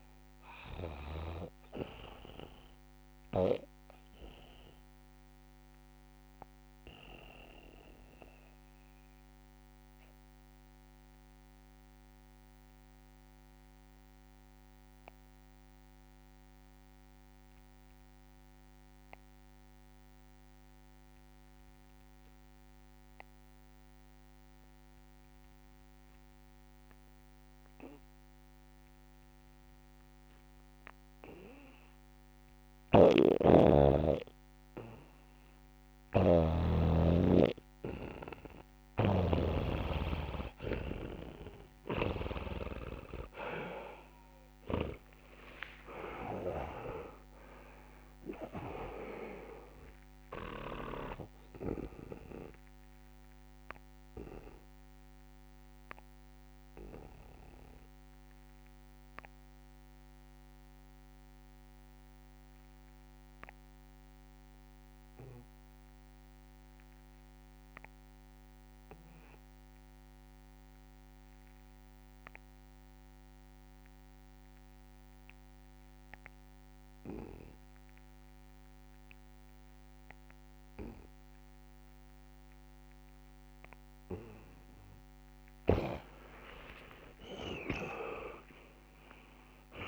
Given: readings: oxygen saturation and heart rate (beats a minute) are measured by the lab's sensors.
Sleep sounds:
breathing in sleep by a microphone on the trachea; 2
0.00-1.00 s: snoring (device-marked)
0.00-17.50 s: oxygen desaturation (device-marked, oxygen 84% lowest, heart rate 65 extreme)
2.00-39.50 s: mixed apnea (oxygen 98% before, 83% lowest, heart rate 72 before, 64 extreme, up 27 after)
32.50-36.50 s: snoring (device-marked)
38.50-45.00 s: snoring (device-marked)
38.50-68.50 s: oxygen desaturation (device-marked, oxygen 97% before, 83% lowest, heart rate 71 before, 64 extreme)
43.00-47.50 s: arousal
46.50-48.50 s: long interval between heartbeats (device-marked, heart rate 70 before, 96 extreme)
51.50-85.00 s: obstructive apnea (oxygen 99% before, 83% lowest, heart rate 78 before, 64 extreme, up 36 after)
79.50-89.88 s: oxygen desaturation (device-marked, oxygen 100% before, 84% lowest, heart rate 69 before, 67 extreme)
85.50-89.88 s: snoring (device-marked)
86.50-88.50 s: long interval between heartbeats (device-marked, heart rate 68 before, 88 extreme)
87.00-89.88 s: arousal
From the record:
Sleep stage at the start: N2 (light sleep); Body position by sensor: on the back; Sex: male

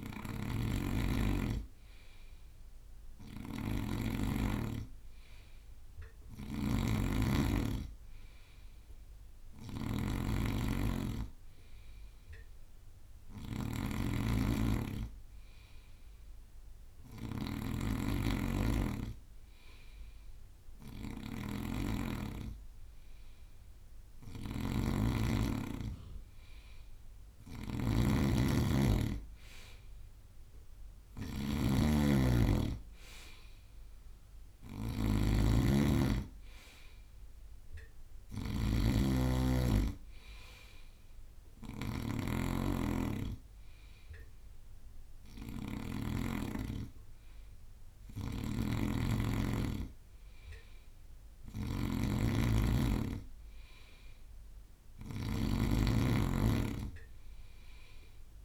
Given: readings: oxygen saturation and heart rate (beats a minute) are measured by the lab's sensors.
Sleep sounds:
breathing in sleep by a room microphone; none
0.00-19.50 s: bradycardia (device-marked, heart rate 54 extreme)
0.00-46.00 s: snoring (device-marked)
19.50-38.50 s: drop in pulse transit time (device-marked, heart rate 56 before, 57 extreme)
22.50-24.50 s: long interval between heartbeats (device-marked, heart rate 56 before, 67 extreme)
25.50-30.50 s: bradycardia (device-marked, heart rate 58 before, 57 extreme)
34.50-46.50 s: bradycardia (device-marked, heart rate 58 before, 52 extreme)
48.00-58.45 s: snoring (device-marked)
49.50-58.45 s: bradycardia (device-marked, heart rate 58 before, 39 extreme)
52.50-58.45 s: drop in pulse transit time (device-marked, heart rate 57 before, 54 extreme)
From the record:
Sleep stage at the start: N2 (light sleep); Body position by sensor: on the right side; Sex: male

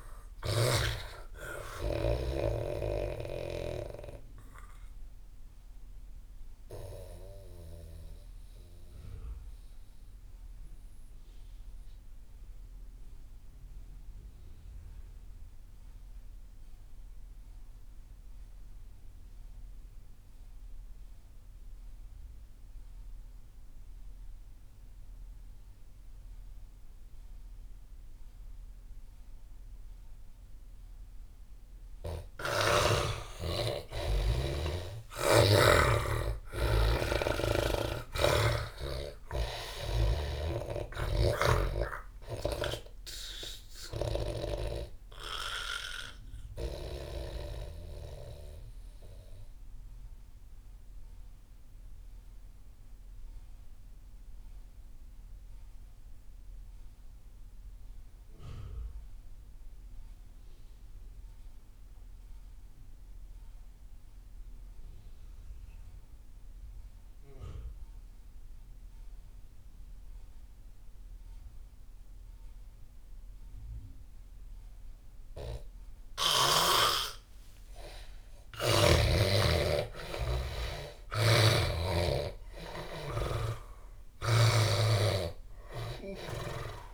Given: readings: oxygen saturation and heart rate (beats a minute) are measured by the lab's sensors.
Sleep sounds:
breathing in sleep by a room microphone; 2
0.00-15.00 s: oxygen desaturation (device-marked, oxygen 80% lowest)
4.50-31.50 s: mixed apnea (oxygen 98% before, 80% lowest)
32.00-55.00 s: oxygen desaturation (device-marked, oxygen 98% before, 87% lowest)
33.00-38.00 s: arousal
37.50-41.00 s: snoring (device-marked)
48.50-77.00 s: mixed apnea (oxygen 98% before, 84% lowest)
71.00-86.94 s: oxygen desaturation (device-marked, oxygen 98% before, 84% lowest)
78.00-81.50 s: arousal
81.00-86.94 s: snoring (device-marked)
From the record:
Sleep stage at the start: N2 (light sleep); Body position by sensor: on the back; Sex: male

